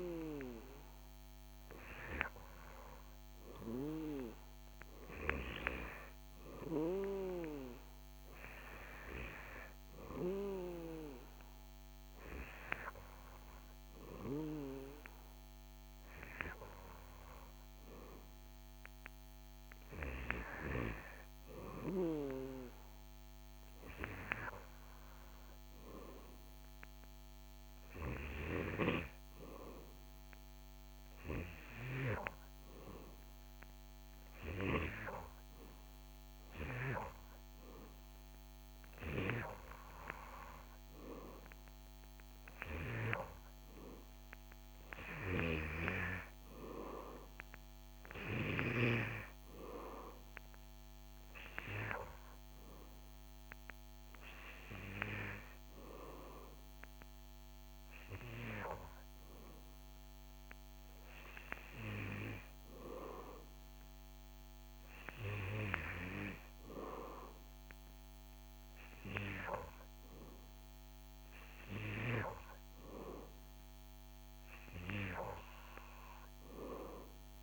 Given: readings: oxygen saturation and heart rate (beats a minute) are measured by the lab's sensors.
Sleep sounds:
breathing in sleep by a microphone on the trachea; none
none scored
From the record:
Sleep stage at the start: N2 (light sleep); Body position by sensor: on the back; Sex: male

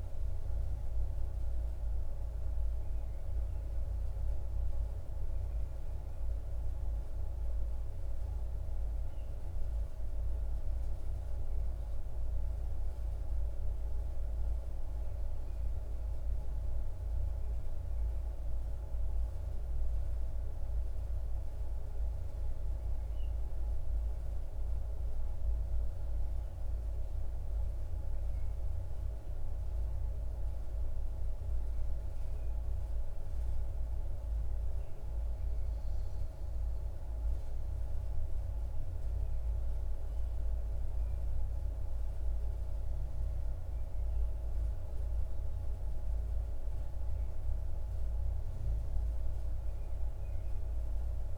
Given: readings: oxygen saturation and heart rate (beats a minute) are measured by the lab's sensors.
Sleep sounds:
breathing in sleep, hard to hear, by a room microphone; none
none scored
From the record:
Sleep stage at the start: N2 (light sleep); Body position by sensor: on the back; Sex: male

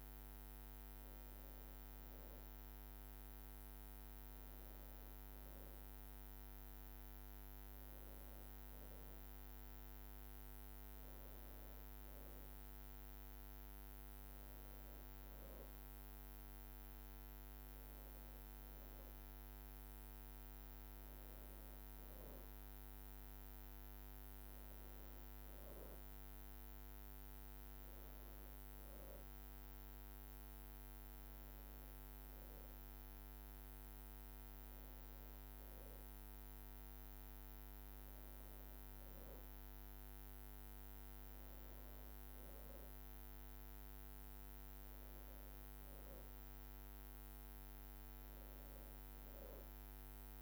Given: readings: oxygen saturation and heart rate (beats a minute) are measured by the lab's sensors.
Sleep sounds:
breathing in sleep, hard to hear, by a microphone on the trachea; none
none scored
From the record:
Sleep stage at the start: N2 (light sleep); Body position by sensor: on the back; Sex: female

